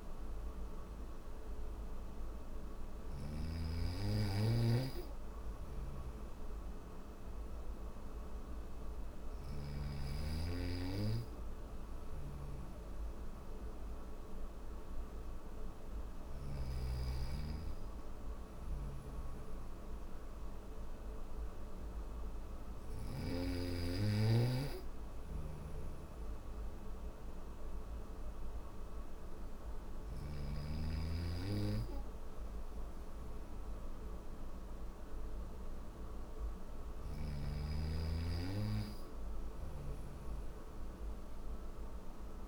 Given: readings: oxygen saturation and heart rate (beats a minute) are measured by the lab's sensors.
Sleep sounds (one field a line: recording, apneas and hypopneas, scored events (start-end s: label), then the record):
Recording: breathing in sleep by a room microphone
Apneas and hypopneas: none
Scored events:
4.50-15.50 s: snoring (device-marked)
17.50-22.50 s: snoring (device-marked)
24.50-29.50 s: snoring (device-marked)
38.50-42.47 s: snoring (device-marked)
From the record:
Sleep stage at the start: N3 (deep sleep)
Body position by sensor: on the back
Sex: male